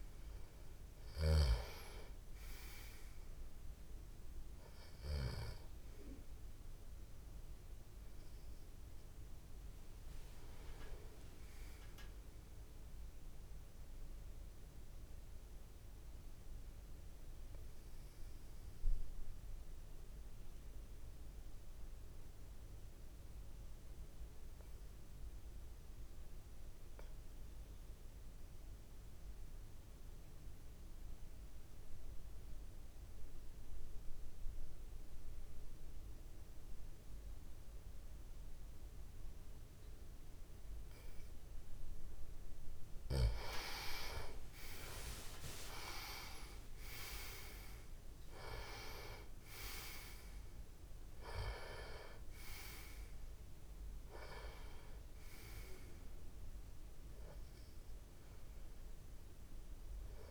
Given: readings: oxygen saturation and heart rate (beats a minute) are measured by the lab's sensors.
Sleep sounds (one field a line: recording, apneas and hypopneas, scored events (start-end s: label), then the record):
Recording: breathing in sleep by a room microphone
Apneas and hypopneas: 1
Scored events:
0.00-17.50 s: oxygen desaturation (device-marked, oxygen 87% lowest)
14.00-41.00 s: obstructive apnea (oxygen 97% before, 88% lowest)
36.50-60.31 s: oxygen desaturation (device-marked, oxygen 98% before, 88% lowest)
41.50-60.31 s: tachycardia (device-marked)
43.00-47.00 s: arousal
From the record:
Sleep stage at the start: N2 (light sleep)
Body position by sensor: on the back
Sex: male